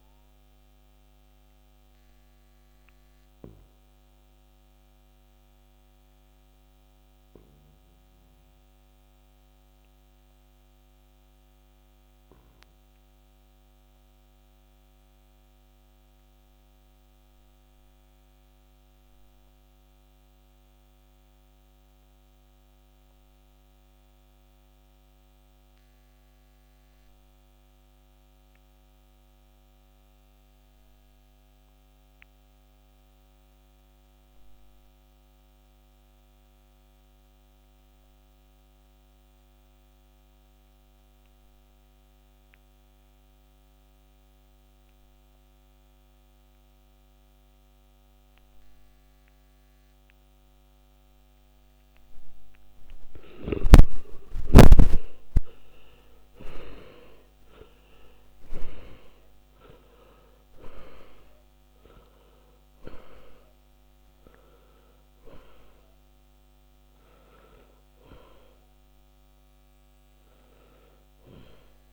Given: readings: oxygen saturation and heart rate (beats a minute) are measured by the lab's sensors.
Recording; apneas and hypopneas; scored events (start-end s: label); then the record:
breathing in sleep by a microphone on the trachea; 1
0.00-30.50 s: oxygen desaturation (device-marked, oxygen 73% lowest, heart rate 46 extreme)
1.50-53.00 s: obstructive apnea (oxygen 100% before, 73% lowest, heart rate 63 before, 46 extreme, up 22 after)
53.50-71.93 s: oxygen desaturation (device-marked, oxygen 99% before, 73% lowest, heart rate 49 before, 49 extreme)
54.00-58.00 s: arousal
From the record:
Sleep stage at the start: N2 (light sleep); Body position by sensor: on the back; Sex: male